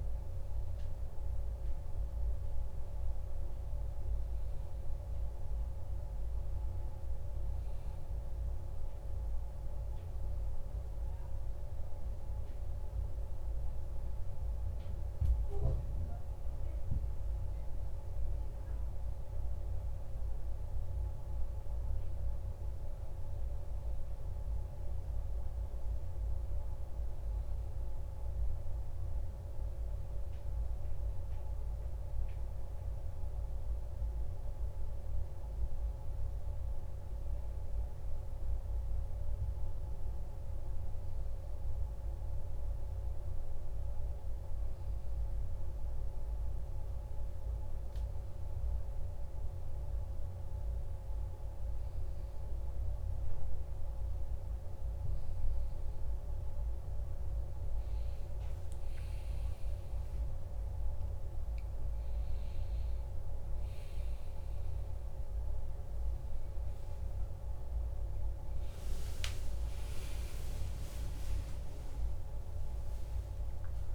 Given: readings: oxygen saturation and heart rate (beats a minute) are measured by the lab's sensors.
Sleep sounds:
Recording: breathing in sleep, hard to hear, by a room microphone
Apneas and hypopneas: 1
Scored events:
0.00-2.50 s: arousal
1.00-26.00 s: oxygen desaturation (device-marked, oxygen 98% before, 95% lowest, heart rate 52 before, 48 extreme)
29.50-33.50 s: arousal
36.50-56.00 s: hypopnea (oxygen 97% before, 92% lowest, heart rate 53 before, 48 extreme, up 5 after)
59.00-73.95 s: oxygen desaturation (device-marked, oxygen 95% before, 92% lowest, heart rate 52 before, 53 extreme)
71.00-73.95 s: new sleep stage, awake
From the record:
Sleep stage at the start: N1 (lightest sleep)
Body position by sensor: on the back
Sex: male

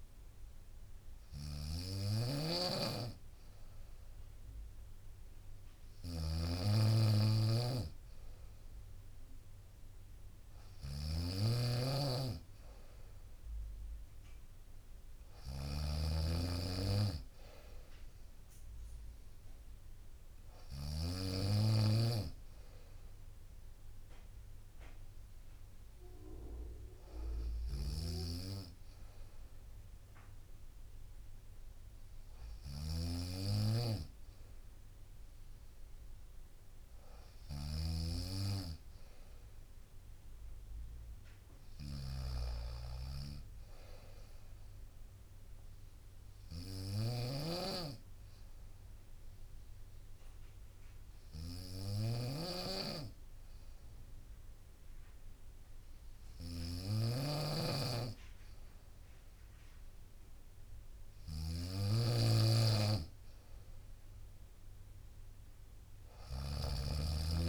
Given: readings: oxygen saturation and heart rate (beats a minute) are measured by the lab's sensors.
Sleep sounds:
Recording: breathing in sleep by a room microphone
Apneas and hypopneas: 1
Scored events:
0.00-21.00 s: snoring (device-marked)
27.00-66.50 s: snoring (device-marked)
45.50-61.00 s: obstructive apnea (oxygen 95% before, 92% lowest, heart rate 61 before, 62 extreme, up 1 after)
From the record:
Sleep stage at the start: N2 (light sleep)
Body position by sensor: on the right side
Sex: female

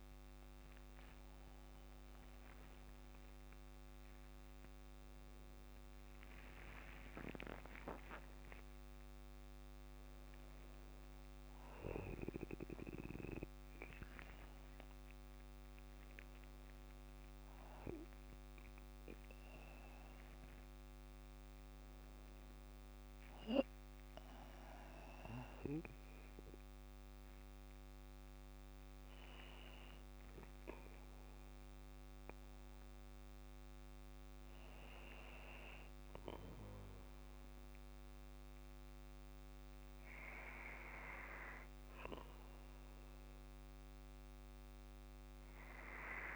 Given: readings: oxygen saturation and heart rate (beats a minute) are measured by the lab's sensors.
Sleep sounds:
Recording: a person awake in a sleep study, by a microphone on the trachea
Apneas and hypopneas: none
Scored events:
24.00-46.36 s: new sleep stage, N2 (light sleep)
From the record:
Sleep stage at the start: awake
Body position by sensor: on the back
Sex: male

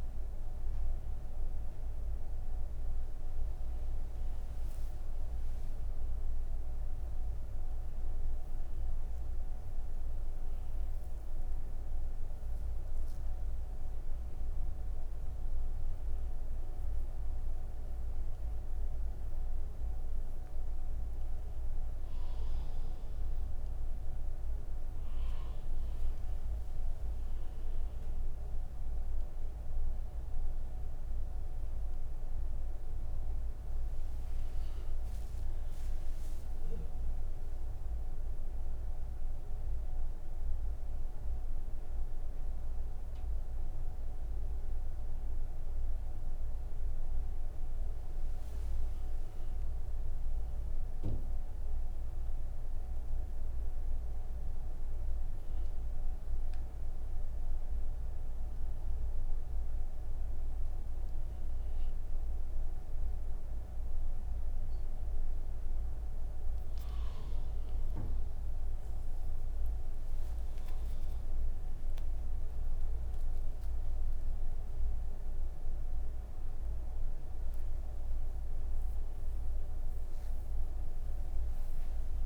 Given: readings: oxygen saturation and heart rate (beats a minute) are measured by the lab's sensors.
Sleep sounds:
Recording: breathing in sleep, hard to hear, by a room microphone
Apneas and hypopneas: none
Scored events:
none scored
From the record:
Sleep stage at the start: N3 (deep sleep)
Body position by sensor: on the right side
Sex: female

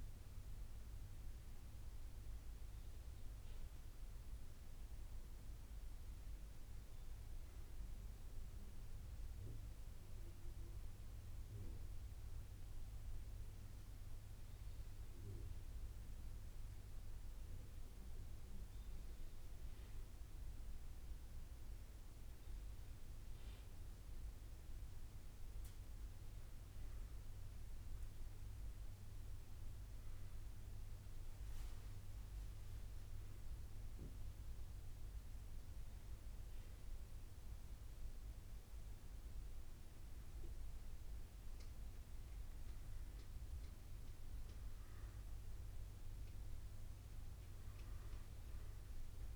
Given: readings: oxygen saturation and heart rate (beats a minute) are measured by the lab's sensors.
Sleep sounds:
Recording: breathing in sleep, hard to hear, by a room microphone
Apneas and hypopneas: none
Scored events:
0.00-4.00 s: bradycardia (device-marked, heart rate 56 extreme)
8.00-20.00 s: bradycardia (device-marked, heart rate 62 before, 58 extreme)
21.00-49.36 s: bradycardia (device-marked, heart rate 61 before, 56 extreme)
From the record:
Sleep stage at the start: N1 (lightest sleep)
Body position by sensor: on the back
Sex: male

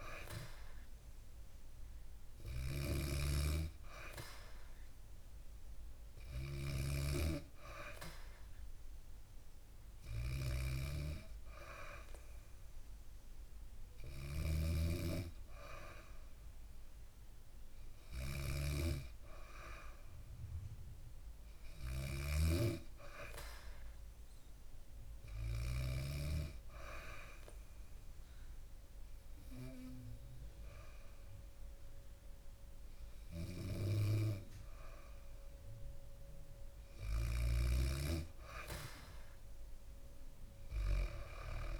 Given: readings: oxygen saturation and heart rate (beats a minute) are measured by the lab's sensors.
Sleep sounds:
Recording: breathing in sleep by a room microphone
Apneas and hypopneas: 1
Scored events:
1.50-25.50 s: snoring (device-marked)
24.50-35.50 s: hypopnea (oxygen 96% before, 93% lowest, heart rate 64 before, 62 extreme, up 3 after)
36.00-40.00 s: arousal
From the record:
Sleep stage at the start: N2 (light sleep)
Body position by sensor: on the back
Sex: female

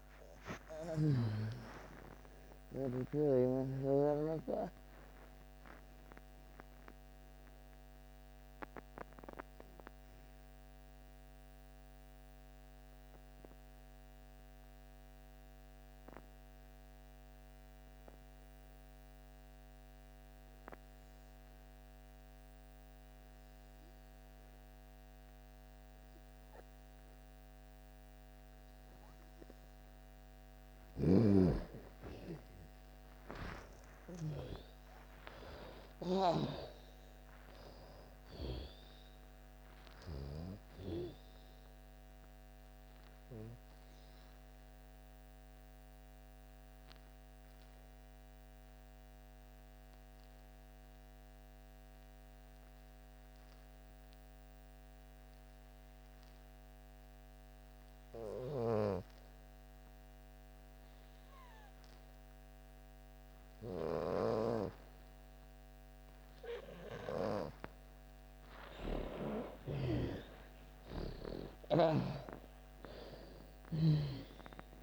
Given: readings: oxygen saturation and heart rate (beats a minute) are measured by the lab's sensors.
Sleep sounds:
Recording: breathing in sleep by a microphone on the trachea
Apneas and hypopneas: 2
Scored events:
0.00-1.00 s: snoring (device-marked)
0.00-1.50 s: arousal
0.00-22.50 s: oxygen desaturation (device-marked, oxygen 84% lowest)
8.00-29.00 s: obstructive apnea (oxygen 97% before, 82% lowest)
24.50-57.50 s: oxygen desaturation (device-marked, oxygen 98% before, 82% lowest)
30.50-34.00 s: snoring (device-marked)
32.00-37.50 s: arousal
42.00-67.00 s: obstructive apnea (oxygen 98% before, 82% lowest)
59.50-74.82 s: oxygen desaturation (device-marked, oxygen 98% before, 83% lowest)
68.50-73.00 s: arousal
From the record:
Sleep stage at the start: N2 (light sleep)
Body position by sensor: on the back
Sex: female

